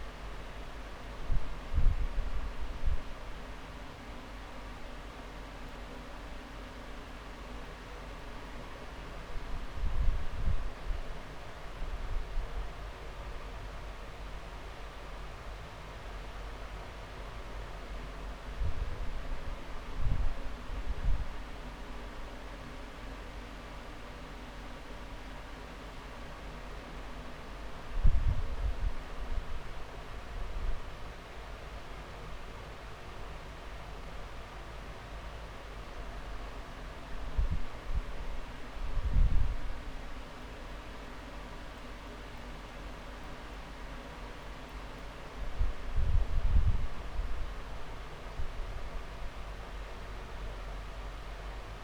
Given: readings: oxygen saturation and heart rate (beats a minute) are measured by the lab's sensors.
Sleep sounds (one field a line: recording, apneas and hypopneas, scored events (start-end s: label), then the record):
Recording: breathing in sleep, hard to hear, by a room microphone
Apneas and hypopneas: none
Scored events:
10.00-19.00 s: drop in pulse transit time (device-marked)
12.00-14.00 s: long interval between heartbeats (device-marked)
35.50-37.50 s: long interval between heartbeats (device-marked)
41.00-49.00 s: drop in pulse transit time (device-marked)
47.00-49.00 s: long interval between heartbeats (device-marked)
From the record:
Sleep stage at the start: N2 (light sleep)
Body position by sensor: on the back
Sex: male